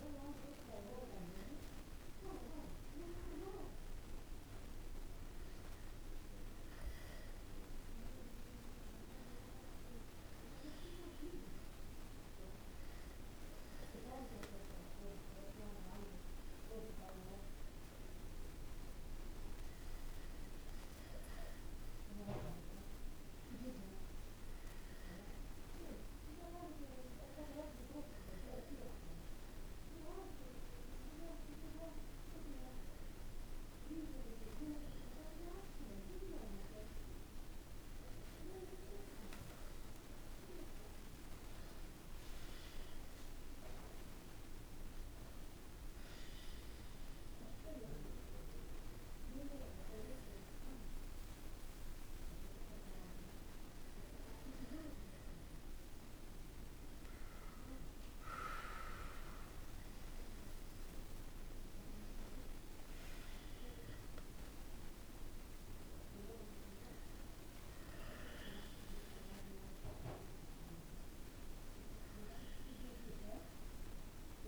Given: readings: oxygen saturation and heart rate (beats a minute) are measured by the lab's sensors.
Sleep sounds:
breathing in sleep by a room microphone; none
none scored
From the record:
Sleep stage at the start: N1 (lightest sleep); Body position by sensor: on the back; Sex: male

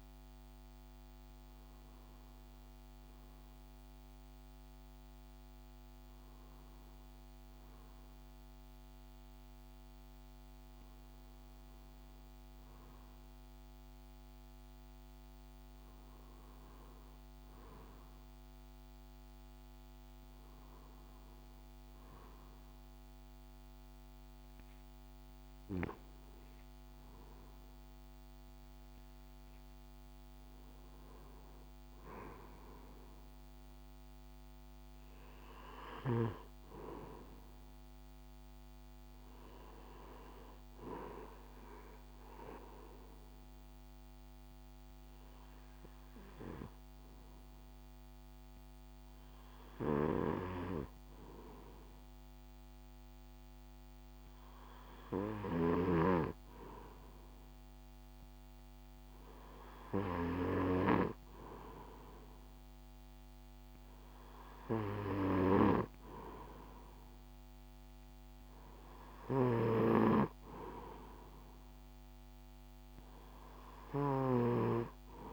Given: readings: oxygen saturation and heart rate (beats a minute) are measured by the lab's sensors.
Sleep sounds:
breathing in sleep by a microphone on the trachea; 1
26.00-31.00 s: arousal
41.50-57.00 s: hypopnea (oxygen 95% before, 92% lowest, heart rate 64 before, 60 extreme, up 4 after)
60.50-75.33 s: new sleep stage, N2 (light sleep)
61.00-65.00 s: arousal
61.50-75.33 s: oxygen desaturation (device-marked, oxygen 95% before, 92% lowest, heart rate 61 before, 61 extreme)
69.00-74.50 s: snoring (device-marked)
From the record:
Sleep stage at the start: N1 (lightest sleep); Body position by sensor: on the right side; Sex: male

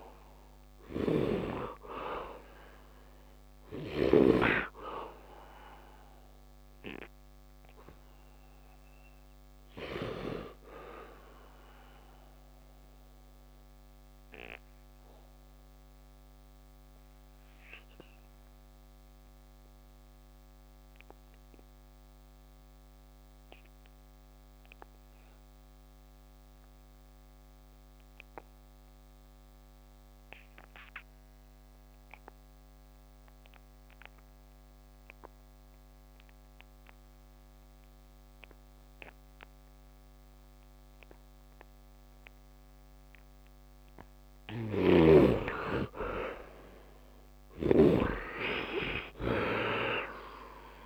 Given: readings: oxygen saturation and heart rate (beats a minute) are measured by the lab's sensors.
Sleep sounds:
breathing in sleep by a microphone on the trachea; 1
0.00-2.00 s: arousal
0.00-18.00 s: oxygen desaturation (device-marked, oxygen 76% lowest, heart rate 72 extreme)
12.50-43.50 s: obstructive apnea (oxygen 97% before, 65% lowest, heart rate 78 before, 70 extreme, up 17 after)
32.00-50.86 s: oxygen desaturation (device-marked, oxygen 99% before, 69% lowest, heart rate 73 before, 70 extreme)
44.50-50.86 s: snoring (device-marked)
46.50-49.00 s: arousal
From the record:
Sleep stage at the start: N2 (light sleep); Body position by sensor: on the back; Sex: male

